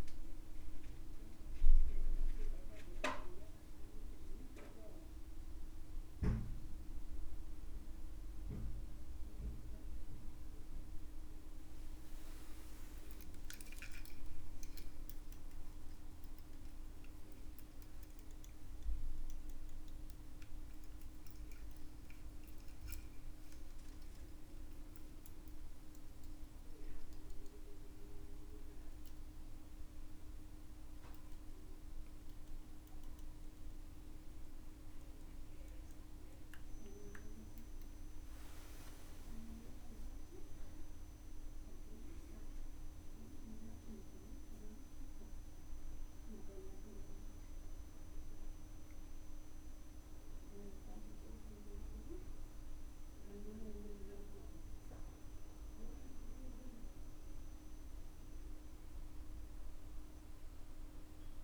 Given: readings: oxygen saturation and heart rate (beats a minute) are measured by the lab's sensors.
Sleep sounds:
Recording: breathing in sleep by a room microphone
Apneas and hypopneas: none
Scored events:
0.00-1.00 s: arousal
From the record:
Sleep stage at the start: N2 (light sleep)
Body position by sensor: on the back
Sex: male

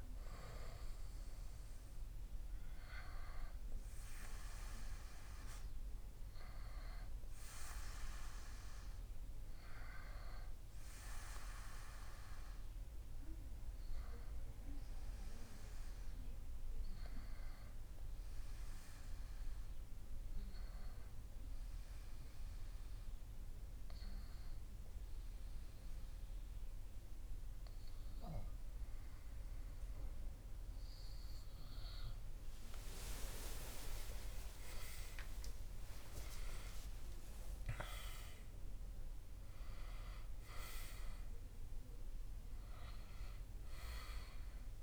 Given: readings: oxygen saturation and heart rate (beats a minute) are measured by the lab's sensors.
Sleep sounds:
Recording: breathing in sleep by a room microphone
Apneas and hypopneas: 1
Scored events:
18.50-32.00 s: obstructive apnea (oxygen 96% before, 93% lowest)
20.00-44.83 s: new sleep stage, N2 (light sleep)
32.00-36.00 s: arousal
From the record:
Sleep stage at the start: N1 (lightest sleep)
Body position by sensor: on the back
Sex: male

